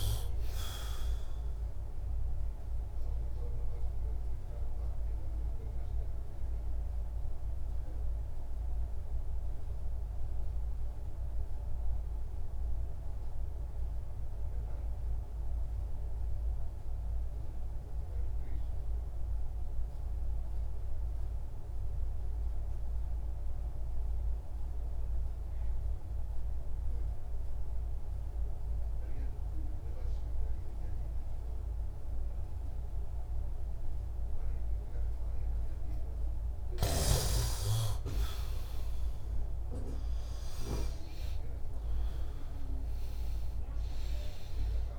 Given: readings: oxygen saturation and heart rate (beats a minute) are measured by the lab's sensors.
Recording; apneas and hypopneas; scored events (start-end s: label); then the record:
breathing in sleep by a room microphone; 1
3.00-36.50 s: obstructive apnea (oxygen 99% before, 87% lowest, heart rate 68 before, 61 extreme, up 17 after)
3.50-20.50 s: oxygen desaturation (device-marked, oxygen 97% before, 92% lowest, heart rate 68 before, 61 extreme)
33.50-44.99 s: oxygen desaturation (device-marked, oxygen 98% before, 87% lowest, heart rate 63 before, 62 extreme)
39.00-43.00 s: arousal
From the record:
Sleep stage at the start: N2 (light sleep); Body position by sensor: on the back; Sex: male